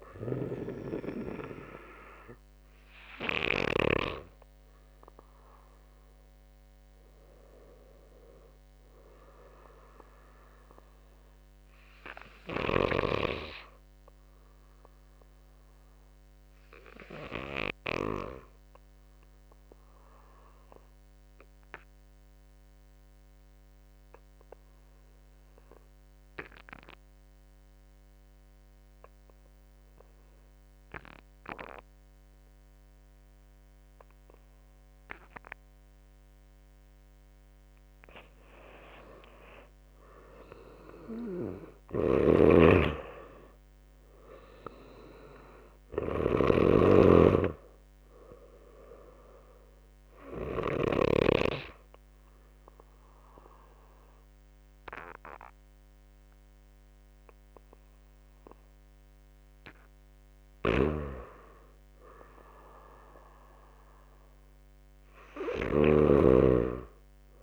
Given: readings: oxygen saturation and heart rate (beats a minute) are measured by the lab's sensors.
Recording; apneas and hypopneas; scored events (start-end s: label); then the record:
breathing in sleep by a microphone on the trachea; 2
0.00-18.00 s: oxygen desaturation (device-marked, oxygen 88% lowest, heart rate 49 extreme)
10.50-36.50 s: obstructive apnea (oxygen 97% before, 85% lowest, heart rate 56 before, 50 extreme, up 13 after)
33.00-59.00 s: oxygen desaturation (device-marked, oxygen 96% before, 85% lowest, heart rate 54 before, 49 extreme)
39.00-42.50 s: arousal
41.50-50.50 s: snoring (device-marked)
49.50-59.50 s: obstructive apnea (oxygen 97% before, 84% lowest, heart rate 60 before, 49 extreme, up 5 after)
60.00-66.00 s: snoring (device-marked)
62.00-65.50 s: arousal
From the record:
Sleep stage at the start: N2 (light sleep); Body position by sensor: on the back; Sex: male